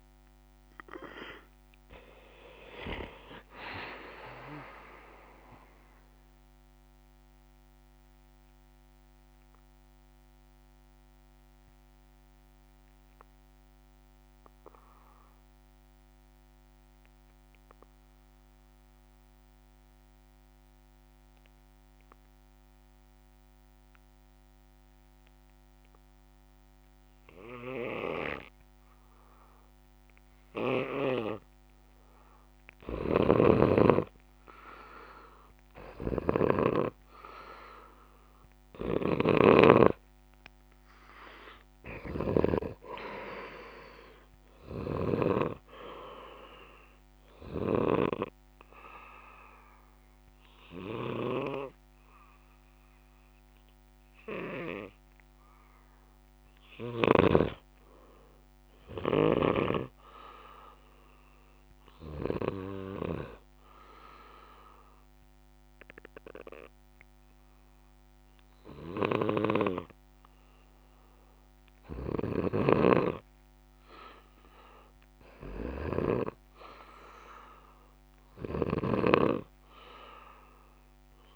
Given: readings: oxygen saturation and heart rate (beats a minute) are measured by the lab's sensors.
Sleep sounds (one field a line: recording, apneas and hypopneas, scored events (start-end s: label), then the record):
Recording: breathing in sleep by a microphone on the trachea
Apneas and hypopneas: 2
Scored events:
7.50-32.50 s: mixed apnea (oxygen 97% before, 90% lowest, heart rate 71 before, 60 extreme, up 9 after)
33.00-37.00 s: snoring (device-marked)
33.50-37.50 s: arousal
33.50-58.50 s: oxygen desaturation (device-marked, oxygen 98% before, 90% lowest, heart rate 63 before, 63 extreme)
39.00-43.00 s: snoring (device-marked)
62.00-73.00 s: obstructive apnea (oxygen 97% before, 89% lowest, heart rate 67 before, 63 extreme, up 5 after)
69.00-81.36 s: snoring (device-marked)
75.50-79.00 s: arousal
From the record:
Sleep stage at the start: N2 (light sleep)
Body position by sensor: on the back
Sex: male